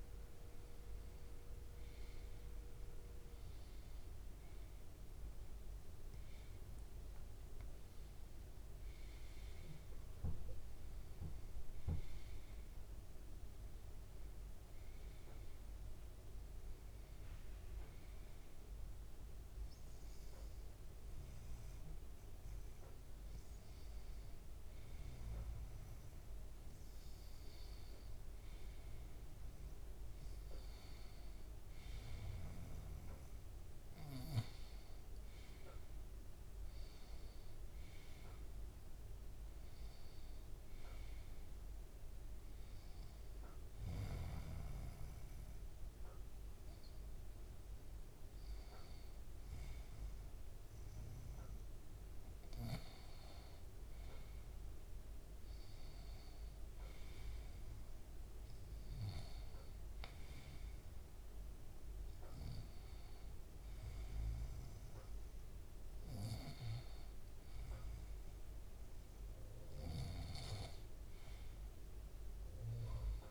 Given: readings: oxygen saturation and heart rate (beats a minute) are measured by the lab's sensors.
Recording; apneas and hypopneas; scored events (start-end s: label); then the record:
breathing in sleep by a room microphone; 2
5.00-9.50 s: arousal
17.00-27.50 s: hypopnea (oxygen 94% before, 91% lowest, heart rate 112 before, 89 extreme, up 23 after)
30.00-33.50 s: arousal
32.50-73.31 s: new sleep stage, N2 (light sleep)
43.00-54.00 s: hypopnea (oxygen 94% before, 90% lowest, heart rate 110 before, 102 extreme, up 27 after)
58.00-61.00 s: arousal
62.50-73.31 s: oxygen desaturation (device-marked, oxygen 94% before, 91% lowest, heart rate 117 before, 87 extreme)
From the record:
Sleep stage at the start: N1 (lightest sleep); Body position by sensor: on the right side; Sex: male